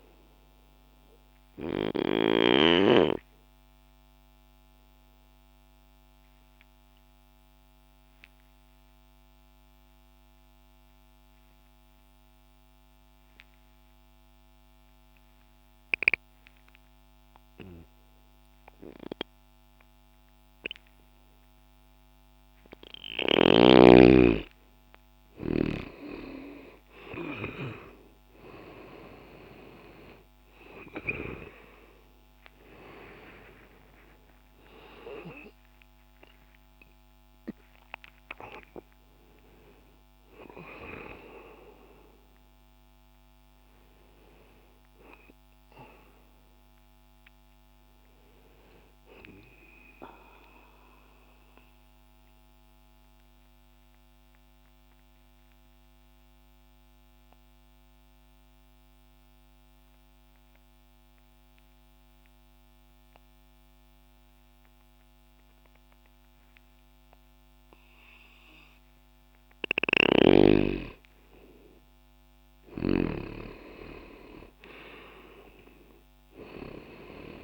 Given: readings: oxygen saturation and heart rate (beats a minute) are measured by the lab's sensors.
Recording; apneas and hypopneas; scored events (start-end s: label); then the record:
breathing in sleep by a microphone on the trachea; 2
3.00-22.50 s: obstructive apnea (oxygen 96% before, 85% lowest, heart rate 63 before, 60 extreme, up 3 after)
12.50-26.50 s: oxygen desaturation (device-marked, oxygen 94% before, 85% lowest, heart rate 61 before, 61 extreme)
32.00-37.50 s: arousal
49.00-69.00 s: obstructive apnea (oxygen 95% before, 87% lowest, heart rate 72 before, 60 extreme, up 0 after)
57.50-66.50 s: oxygen desaturation (device-marked, oxygen 94% before, 90% lowest, heart rate 72 before, 60 extreme)
69.50-73.00 s: snoring (device-marked)
72.00-76.00 s: arousal
75.50-77.44 s: oxygen desaturation (device-marked, oxygen 98% before, 87% lowest, heart rate 60 before, 60 extreme)
From the record:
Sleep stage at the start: N2 (light sleep); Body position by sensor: on the left side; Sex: male